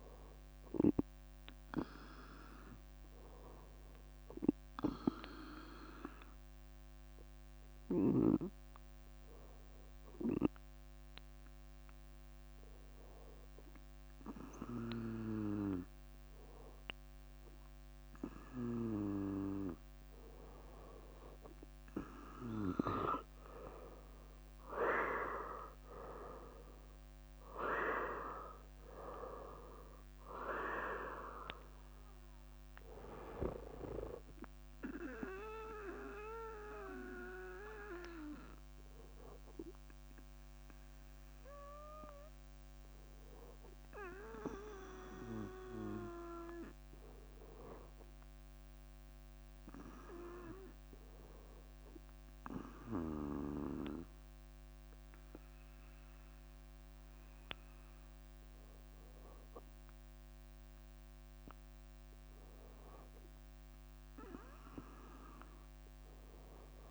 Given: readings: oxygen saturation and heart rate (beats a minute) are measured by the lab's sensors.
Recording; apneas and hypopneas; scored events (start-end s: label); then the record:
breathing in sleep by a microphone on the trachea; 2
0.00-2.50 s: arousal
2.50-12.00 s: leg movement (device-marked)
7.50-18.00 s: hypopnea (oxygen 96% before, 92% lowest, heart rate 69 before, 63 extreme, up 7 after)
16.00-25.00 s: leg movement (device-marked)
23.00-28.00 s: arousal
28.00-34.00 s: leg movement (device-marked)
50.00-61.50 s: hypopnea (oxygen 98% before, 96% lowest, heart rate 68 before, 62 extreme, up 3 after)
65.50-66.91 s: arousal
From the record:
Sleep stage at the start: REM sleep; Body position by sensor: on the right side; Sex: female